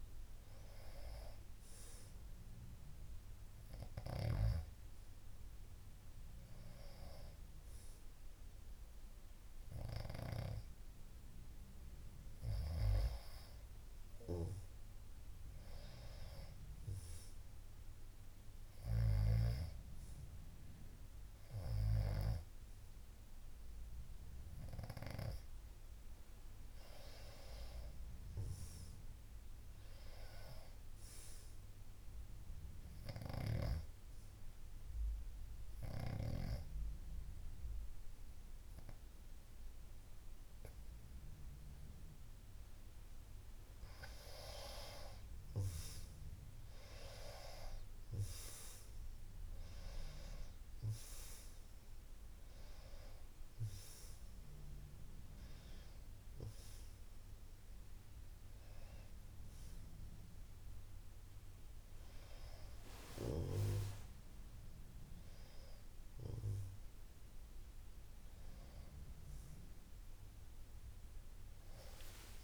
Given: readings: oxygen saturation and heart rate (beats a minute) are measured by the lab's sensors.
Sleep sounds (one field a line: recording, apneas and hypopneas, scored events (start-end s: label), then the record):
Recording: breathing in sleep by a room microphone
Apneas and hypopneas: 1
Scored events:
15.00-23.00 s: snoring (device-marked)
27.50-30.50 s: arousal
32.00-44.00 s: obstructive apnea (oxygen 95% before, 91% lowest, heart rate 65 before, 58 extreme, up 7 after)
46.50-50.50 s: arousal
51.50-63.50 s: oxygen desaturation (device-marked, oxygen 95% before, 91% lowest, heart rate 65 before, 58 extreme)
63.50-72.44 s: new sleep stage, awake
From the record:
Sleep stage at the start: N2 (light sleep)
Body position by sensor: on the back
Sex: female